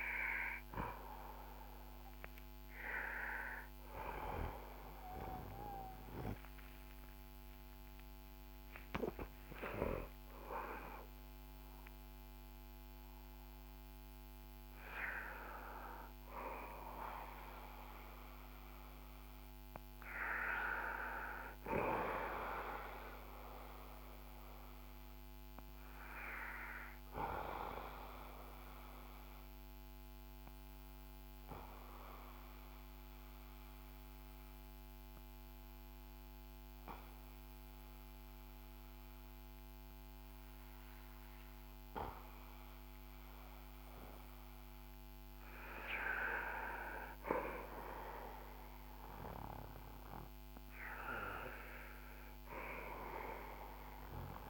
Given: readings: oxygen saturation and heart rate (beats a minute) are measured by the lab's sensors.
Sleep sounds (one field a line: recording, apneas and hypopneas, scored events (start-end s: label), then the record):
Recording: breathing in sleep by a microphone on the trachea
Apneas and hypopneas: 1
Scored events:
3.50-6.50 s: arousal
27.00-46.50 s: obstructive apnea (oxygen 94% before, 92% lowest, heart rate 60 before, 49 extreme, up 7 after)
48.50-52.00 s: arousal
52.00-54.50 s: oxygen desaturation (device-marked, oxygen 96% before, 92% lowest, heart rate 56 before, 51 extreme)
From the record:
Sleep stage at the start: N2 (light sleep)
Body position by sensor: on the back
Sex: male